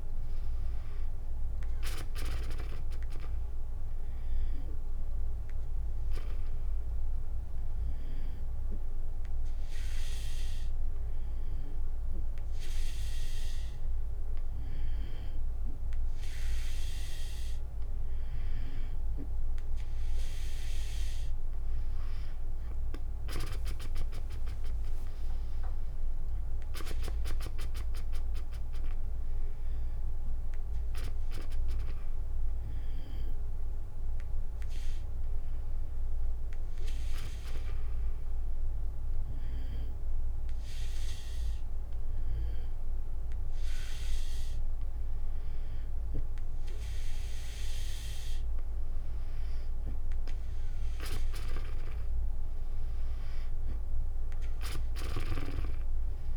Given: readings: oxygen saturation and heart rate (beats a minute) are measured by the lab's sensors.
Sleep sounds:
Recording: breathing in sleep by a room microphone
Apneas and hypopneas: 2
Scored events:
0.00-10.00 s: oxygen desaturation (device-marked, oxygen 93% lowest, heart rate 65 extreme)
5.50-17.50 s: hypopnea (oxygen 97% before, 93% lowest, heart rate 69 before, 64 extreme, up 15 after)
22.00-34.00 s: drop in pulse transit time (device-marked, heart rate 68 before, 65 extreme)
25.50-28.50 s: arousal
35.00-46.50 s: hypopnea (oxygen 96% before, 93% lowest, heart rate 73 before, 65 extreme, up 5 after)
From the record:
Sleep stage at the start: N2 (light sleep)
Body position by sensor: on the back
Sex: female

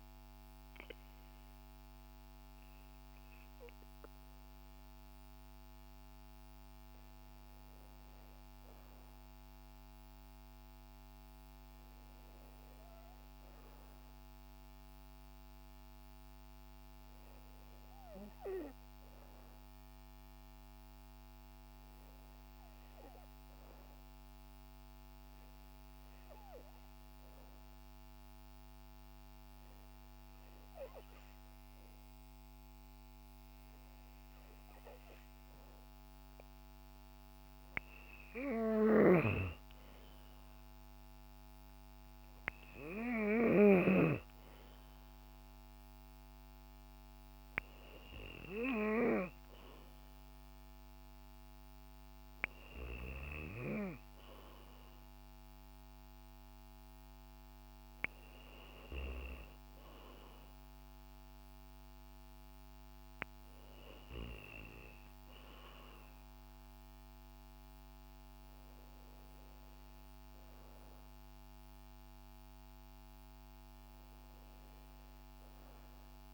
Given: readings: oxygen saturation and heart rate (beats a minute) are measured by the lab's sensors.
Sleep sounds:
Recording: breathing in sleep by a microphone on the trachea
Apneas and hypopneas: 1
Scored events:
23.50-35.50 s: hypopnea (oxygen 96% before, 89% lowest, heart rate 56 before, 55 extreme, up 5 after)
35.00-53.00 s: oxygen desaturation (device-marked, oxygen 94% before, 90% lowest, heart rate 56 before, 55 extreme)
37.50-41.00 s: arousal
38.50-44.00 s: snoring (device-marked)
From the record:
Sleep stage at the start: N2 (light sleep)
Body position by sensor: on the back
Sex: female

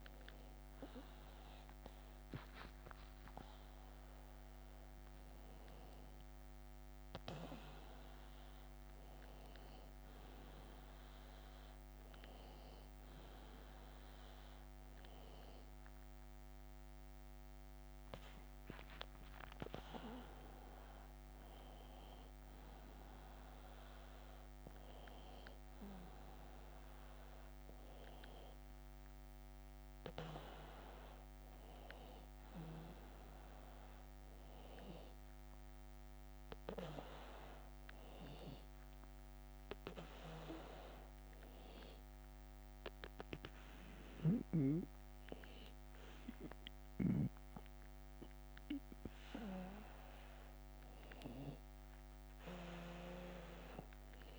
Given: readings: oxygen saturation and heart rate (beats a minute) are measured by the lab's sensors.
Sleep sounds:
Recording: a person partly awake in a sleep study, by a microphone on the trachea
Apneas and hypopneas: none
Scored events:
10.00-54.39 s: new sleep stage, N1 (lightest sleep)
From the record:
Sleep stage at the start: awake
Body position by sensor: on the right side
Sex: male

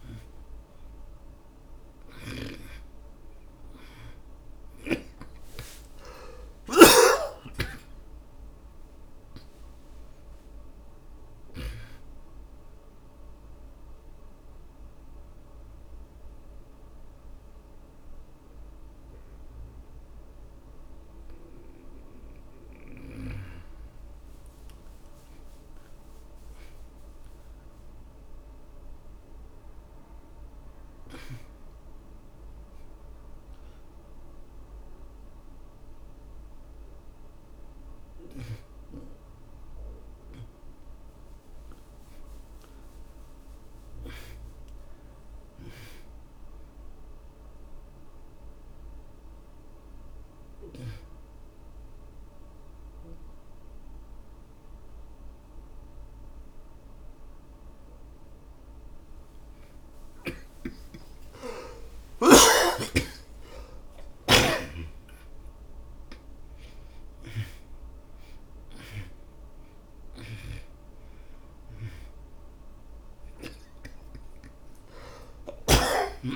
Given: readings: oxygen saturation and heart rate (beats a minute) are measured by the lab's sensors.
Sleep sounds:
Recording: breathing in sleep by a room microphone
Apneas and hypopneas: 2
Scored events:
0.00-5.50 s: snoring (device-marked)
0.00-7.50 s: oxygen desaturation (device-marked, oxygen 89% lowest, heart rate 53 extreme)
4.00-10.00 s: arousal
7.50-12.00 s: snoring (device-marked)
14.00-24.00 s: obstructive apnea (oxygen 97% before, 77% lowest, heart rate 83 before, 53 extreme, up 36 after)
25.00-28.00 s: arousal
26.50-76.36 s: new sleep stage, N2 (light sleep)
33.50-65.50 s: oxygen desaturation (device-marked, oxygen 97% before, 80% lowest, heart rate 71 before, 54 extreme)
47.00-60.00 s: obstructive apnea (oxygen 97% before, 77% lowest, heart rate 86 before, 54 extreme, up 52 after)
61.50-67.50 s: arousal
From the record:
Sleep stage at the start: N1 (lightest sleep)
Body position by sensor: on the back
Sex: male

